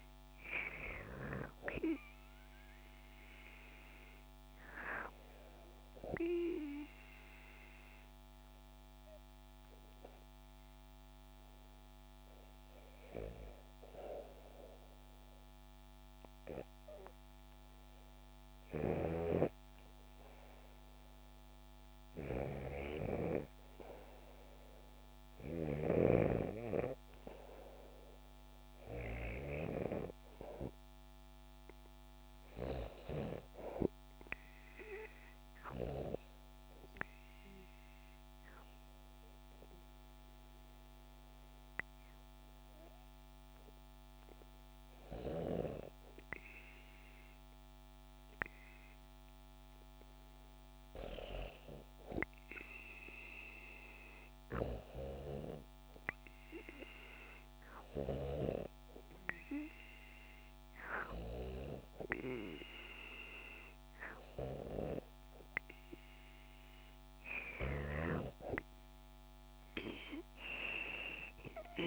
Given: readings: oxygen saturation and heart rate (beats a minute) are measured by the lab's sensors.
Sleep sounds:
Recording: breathing in sleep by a microphone on the trachea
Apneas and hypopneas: 2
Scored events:
3.50-18.50 s: hypopnea (oxygen 96% before, 95% lowest, heart rate 75 before, 70 extreme, up 3 after)
18.50-23.00 s: snoring (device-marked)
24.00-28.50 s: arousal
25.00-29.50 s: snoring (device-marked)
36.50-48.50 s: obstructive apnea (oxygen 97% before, 95% lowest, heart rate 73 before, 70 extreme, up 4 after)
54.00-58.50 s: arousal
From the record:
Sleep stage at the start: REM sleep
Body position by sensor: on the back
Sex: female

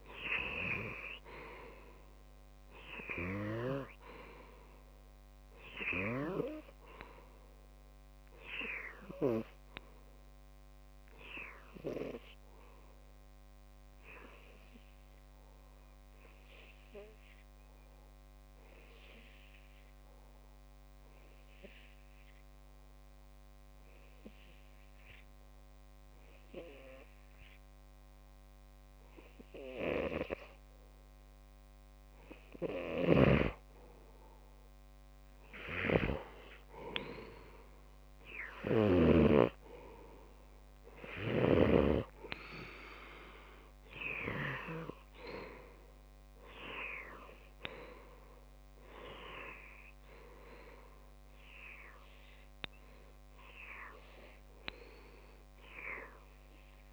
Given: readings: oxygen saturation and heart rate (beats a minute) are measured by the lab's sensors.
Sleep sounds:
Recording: breathing in sleep by a microphone on the trachea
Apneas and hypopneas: 1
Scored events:
0.00-11.00 s: oxygen desaturation (device-marked, oxygen 93% lowest)
9.00-32.50 s: obstructive apnea (oxygen 96% before, 92% lowest)
33.00-39.50 s: snoring (device-marked)
35.50-39.50 s: arousal
42.00-56.93 s: oxygen desaturation (device-marked, oxygen 97% before, 92% lowest)
From the record:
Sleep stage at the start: REM sleep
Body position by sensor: on the left side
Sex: male

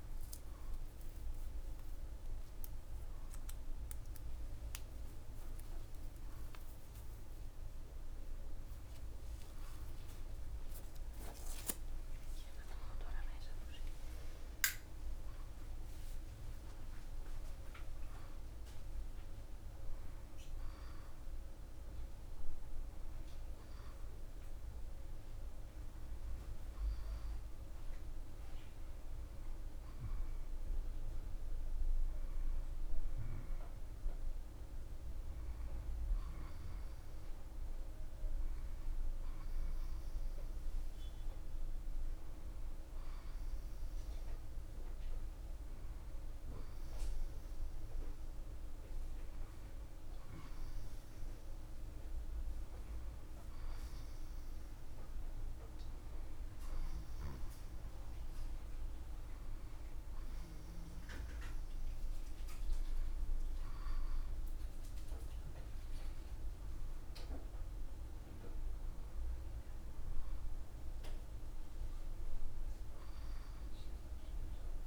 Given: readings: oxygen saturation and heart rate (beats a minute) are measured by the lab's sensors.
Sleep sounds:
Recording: a person awake in a sleep study, hard to hear, by a room microphone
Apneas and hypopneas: none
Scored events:
none scored
From the record:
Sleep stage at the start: awake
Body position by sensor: on the back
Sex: male

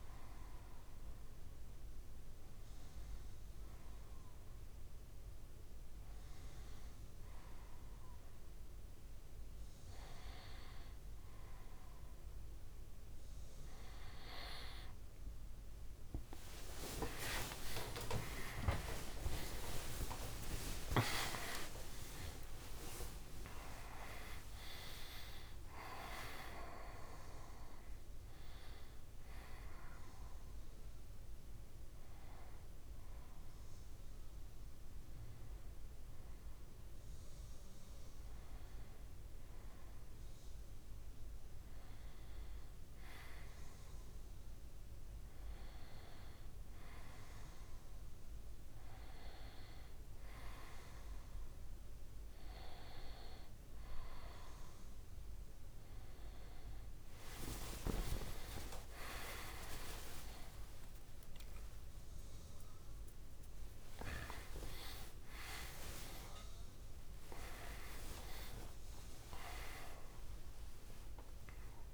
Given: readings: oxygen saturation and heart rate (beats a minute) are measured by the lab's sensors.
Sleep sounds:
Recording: a person partly awake in a sleep study, by a room microphone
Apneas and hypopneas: none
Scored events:
16.00-21.50 s: arousal
16.50-19.50 s: tachycardia (device-marked, heart rate 61 before, 95 extreme)
49.50-71.94 s: new sleep stage, awake
From the record:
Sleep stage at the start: N1 (lightest sleep)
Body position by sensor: on the back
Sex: male

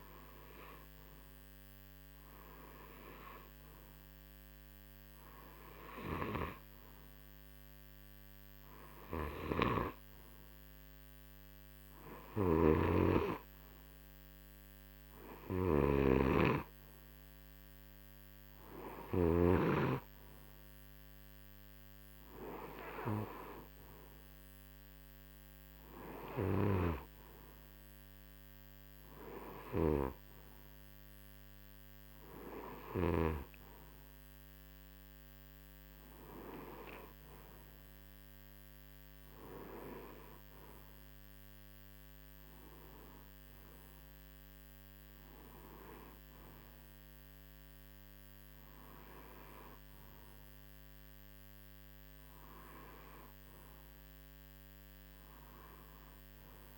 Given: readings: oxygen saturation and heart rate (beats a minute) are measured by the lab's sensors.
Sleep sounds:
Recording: breathing in sleep by a microphone on the trachea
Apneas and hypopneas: none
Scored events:
9.00-19.00 s: snoring (device-marked)
26.00-33.00 s: snoring (device-marked)
From the record:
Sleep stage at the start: N2 (light sleep)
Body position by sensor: on the right side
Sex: male

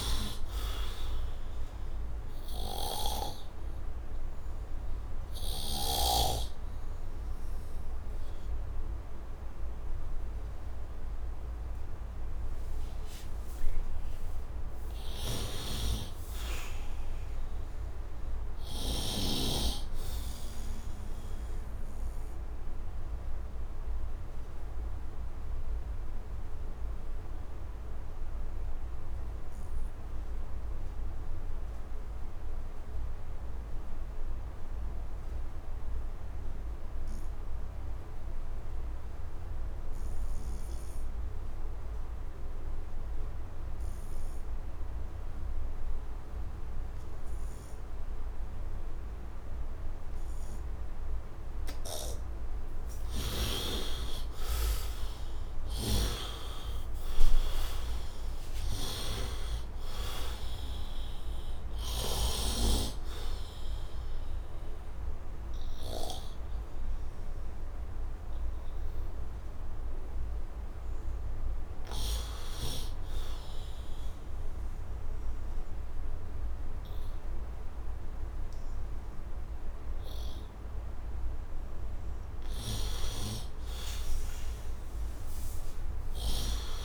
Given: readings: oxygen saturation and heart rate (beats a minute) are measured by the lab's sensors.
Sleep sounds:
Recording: breathing in sleep by a room microphone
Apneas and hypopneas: 3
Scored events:
0.00-6.00 s: snoring (device-marked)
0.00-19.00 s: oxygen desaturation (device-marked, oxygen 67% lowest, heart rate 65 extreme)
1.00-14.50 s: obstructive apnea (oxygen 99% before, 67% lowest, heart rate 79 before, 65 extreme, up 13 after)
15.00-19.00 s: snoring (device-marked)
16.00-18.50 s: arousal
22.00-51.50 s: obstructive apnea (oxygen 99% before, 69% lowest, heart rate 80 before, 65 extreme, up 10 after)
40.00-80.00 s: oxygen desaturation (device-marked, oxygen 98% before, 69% lowest, heart rate 71 before, 70 extreme)
51.50-66.00 s: snoring (device-marked)
55.00-59.00 s: arousal
63.00-81.50 s: obstructive apnea (oxygen 98% before, 69% lowest, heart rate 80 before, 70 extreme, up 5 after)
From the record:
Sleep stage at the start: N2 (light sleep)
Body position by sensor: on the right side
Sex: male

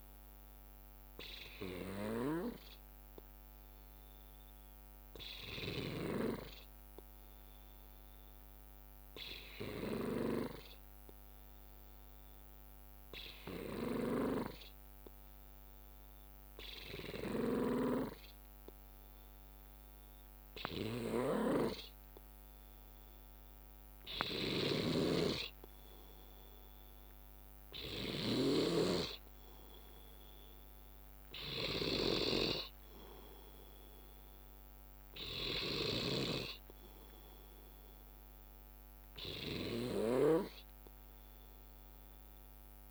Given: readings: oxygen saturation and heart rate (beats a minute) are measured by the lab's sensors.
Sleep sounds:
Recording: breathing in sleep by a microphone on the trachea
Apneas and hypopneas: 1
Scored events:
0.00-7.50 s: bradycardia (device-marked, heart rate 55 extreme)
0.50-24.50 s: obstructive apnea (oxygen 96% before, 92% lowest, heart rate 60 before, 58 extreme, up 1 after)
18.50-42.91 s: oxygen desaturation (device-marked, oxygen 96% before, 92% lowest, heart rate 59 before, 57 extreme)
26.50-29.50 s: arousal
35.50-37.50 s: bradycardia (device-marked, heart rate 66 before, 61 extreme)
39.50-41.50 s: bradycardia (device-marked, heart rate 66 before, 59 extreme)
From the record:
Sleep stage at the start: N2 (light sleep)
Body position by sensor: on the left side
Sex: male

